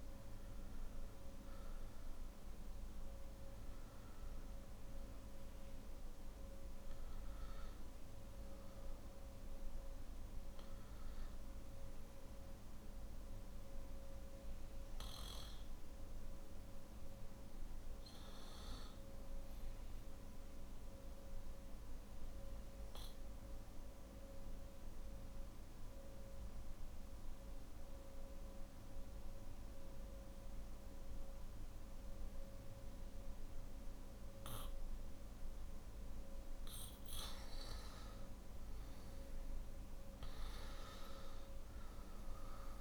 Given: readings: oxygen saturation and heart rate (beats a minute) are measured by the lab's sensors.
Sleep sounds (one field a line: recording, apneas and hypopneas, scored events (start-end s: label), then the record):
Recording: breathing in sleep, hard to hear, by a room microphone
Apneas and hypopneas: 1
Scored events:
0.00-24.00 s: oxygen desaturation (device-marked, oxygen 92% lowest, heart rate 51 extreme)
19.00-38.50 s: obstructive apnea (oxygen 97% before, 91% lowest, heart rate 56 before, 51 extreme, up 9 after)
23.00-42.81 s: new sleep stage, N2 (light sleep)
40.00-42.81 s: oxygen desaturation (device-marked, oxygen 98% before, 91% lowest, heart rate 54 before, 51 extreme)
From the record:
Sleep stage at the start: N1 (lightest sleep)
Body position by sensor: on the back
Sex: male